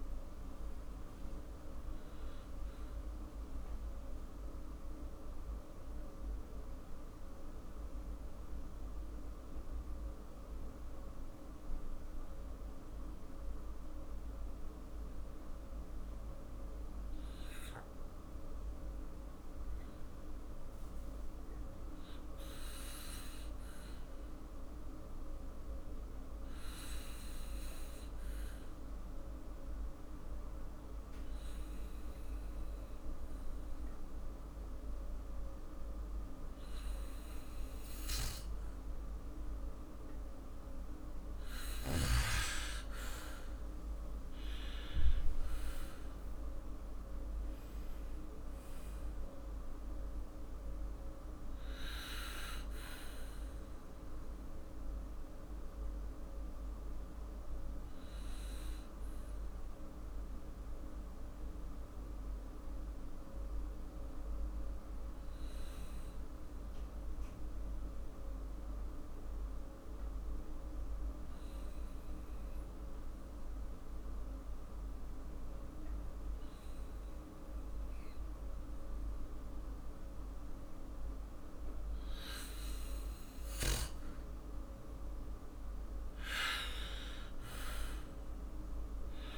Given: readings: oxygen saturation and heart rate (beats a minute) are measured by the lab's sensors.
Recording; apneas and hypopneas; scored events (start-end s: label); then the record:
breathing in sleep, hard to hear, by a room microphone; 2
4.00-41.00 s: mixed apnea (oxygen 99% before, 94% lowest, heart rate 60 before, 52 extreme, up 6 after)
42.50-47.00 s: arousal
53.00-84.00 s: obstructive apnea (oxygen 99% before, 94% lowest, heart rate 58 before, 52 extreme, up 7 after)
58.00-76.00 s: oxygen desaturation (device-marked, oxygen 98% before, 94% lowest, heart rate 58 before, 52 extreme)
86.50-89.38 s: arousal
From the record:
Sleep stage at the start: N2 (light sleep); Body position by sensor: on the back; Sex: male